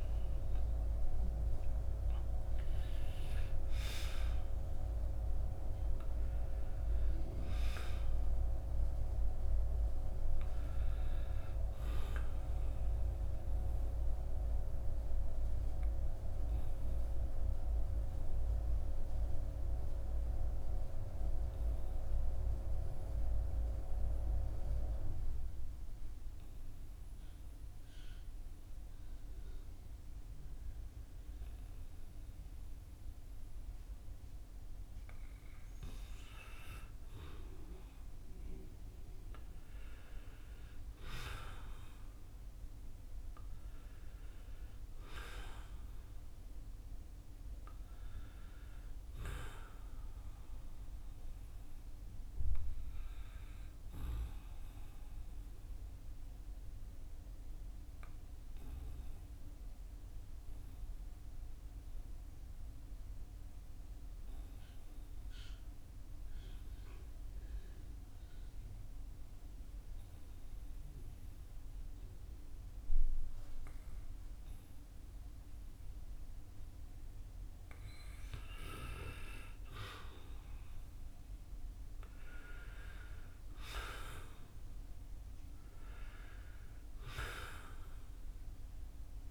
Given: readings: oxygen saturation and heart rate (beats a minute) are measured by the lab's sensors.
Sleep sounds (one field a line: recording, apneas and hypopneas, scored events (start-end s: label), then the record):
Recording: breathing in sleep by a room microphone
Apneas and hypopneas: 2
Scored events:
0.00-1.00 s: arousal
0.50-29.50 s: oxygen desaturation (device-marked, oxygen 96% before, 88% lowest, heart rate 53 before, 44 extreme)
13.00-35.50 s: obstructive apnea (oxygen 96% before, 88% lowest, heart rate 61 before, 44 extreme, up 18 after)
39.00-44.50 s: arousal
53.50-78.00 s: obstructive apnea (oxygen 96% before, 87% lowest, heart rate 57 before, 48 extreme, up 9 after)
54.50-70.50 s: oxygen desaturation (device-marked, oxygen 94% before, 91% lowest, heart rate 57 before, 48 extreme)
80.00-84.00 s: arousal
85.50-89.31 s: oxygen desaturation (device-marked, oxygen 95% before, 87% lowest, heart rate 54 before, 48 extreme)
From the record:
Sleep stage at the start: N2 (light sleep)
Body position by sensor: on the back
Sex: male